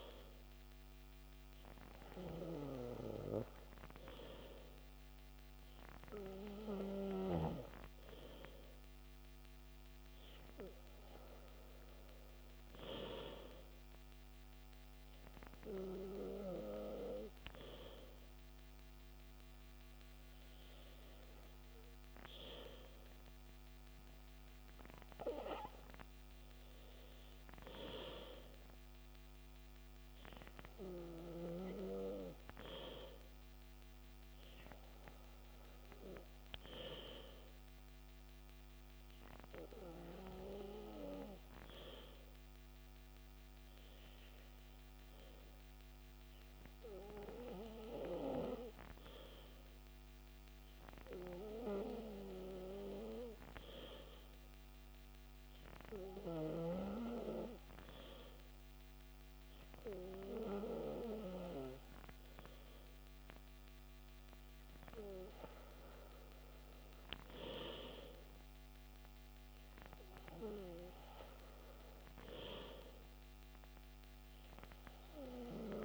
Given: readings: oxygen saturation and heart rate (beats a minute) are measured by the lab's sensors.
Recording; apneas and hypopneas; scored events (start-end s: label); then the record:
breathing in sleep by a microphone on the trachea; none
22.50-27.00 s: arousal
From the record:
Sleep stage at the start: N2 (light sleep); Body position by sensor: on the back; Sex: male